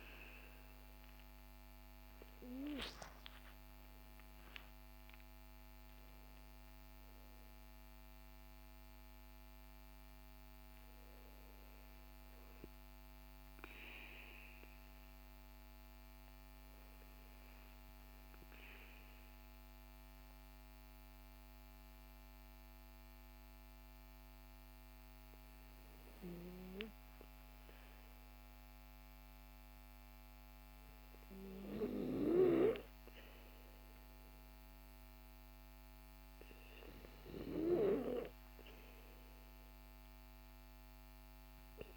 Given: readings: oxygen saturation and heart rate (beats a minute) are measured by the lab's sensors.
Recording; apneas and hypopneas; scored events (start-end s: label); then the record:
breathing in sleep by a microphone on the trachea; none
none scored
From the record:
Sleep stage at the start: REM sleep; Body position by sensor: on the back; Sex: male